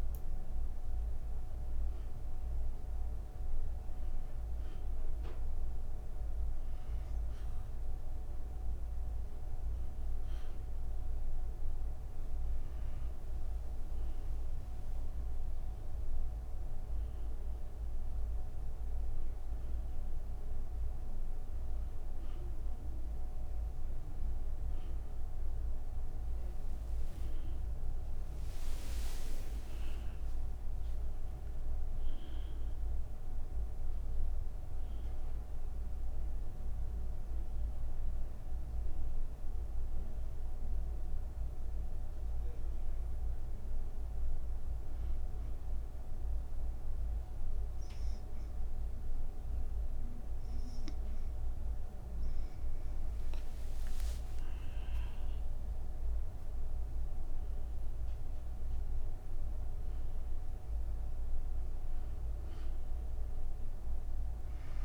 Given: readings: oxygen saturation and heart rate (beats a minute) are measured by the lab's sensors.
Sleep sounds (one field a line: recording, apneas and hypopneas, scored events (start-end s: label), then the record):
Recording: breathing in sleep, hard to hear, by a room microphone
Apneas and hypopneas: none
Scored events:
none scored
From the record:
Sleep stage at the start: N2 (light sleep)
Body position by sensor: on the back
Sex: female